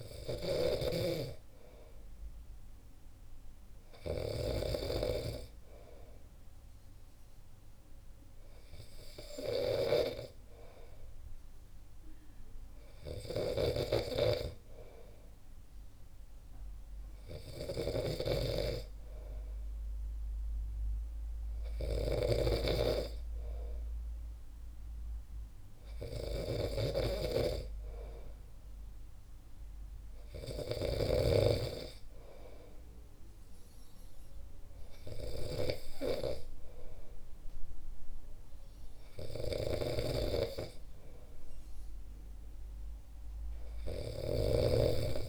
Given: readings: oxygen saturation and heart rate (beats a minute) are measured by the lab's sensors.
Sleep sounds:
breathing in sleep by a room microphone; none
0.00-1.00 s: snoring (device-marked)
13.50-31.50 s: snoring (device-marked)
40.00-44.50 s: snoring (device-marked)
From the record:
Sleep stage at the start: N2 (light sleep); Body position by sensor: on the back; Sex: male

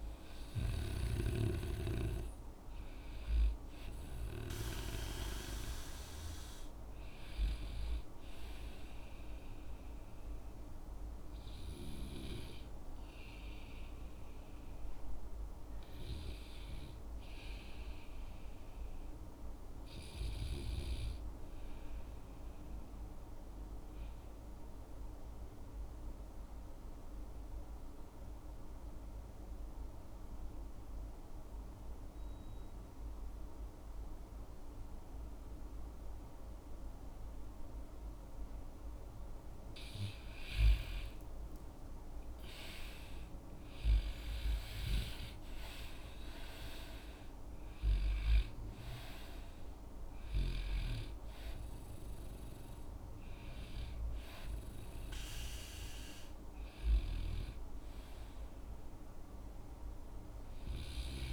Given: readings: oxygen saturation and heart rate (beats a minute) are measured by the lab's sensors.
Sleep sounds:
breathing in sleep by a room microphone; 1
23.50-39.50 s: obstructive apnea (oxygen 98% before, 92% lowest, heart rate 59 before, 55 extreme, up 14 after)
42.00-45.50 s: arousal
46.50-61.33 s: oxygen desaturation (device-marked, oxygen 97% before, 92% lowest, heart rate 60 before, 52 extreme)
From the record:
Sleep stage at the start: REM sleep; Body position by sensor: on the back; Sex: male

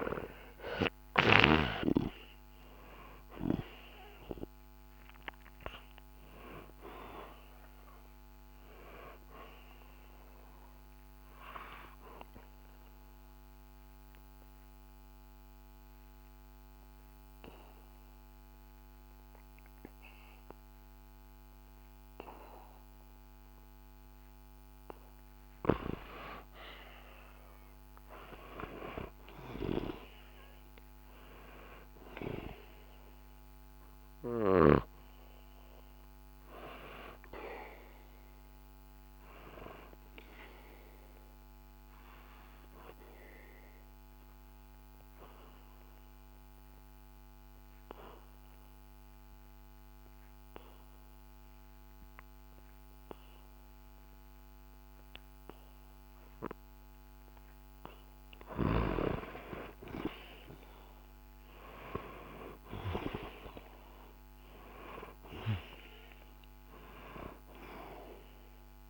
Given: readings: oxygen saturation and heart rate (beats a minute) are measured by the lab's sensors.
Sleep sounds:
breathing in sleep by a microphone on the trachea; 2
0.00-2.50 s: arousal
9.00-23.00 s: oxygen desaturation (device-marked, oxygen 98% before, 93% lowest, heart rate 67 before, 63 extreme)
11.00-68.90 s: new sleep stage, N2 (light sleep)
11.50-24.50 s: obstructive apnea (oxygen 98% before, 91% lowest, heart rate 67 before, 63 extreme, up 0 after)
27.00-31.00 s: arousal
37.00-49.00 s: oxygen desaturation (device-marked, oxygen 98% before, 94% lowest, heart rate 65 before, 63 extreme)
40.00-56.50 s: obstructive apnea (oxygen 98% before, 91% lowest, heart rate 65 before, 63 extreme, up 0 after)
59.00-64.00 s: arousal
66.00-68.90 s: oxygen desaturation (device-marked, oxygen 97% before, 91% lowest, heart rate 65 before, 61 extreme)
From the record:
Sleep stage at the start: REM sleep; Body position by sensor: on the back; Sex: male

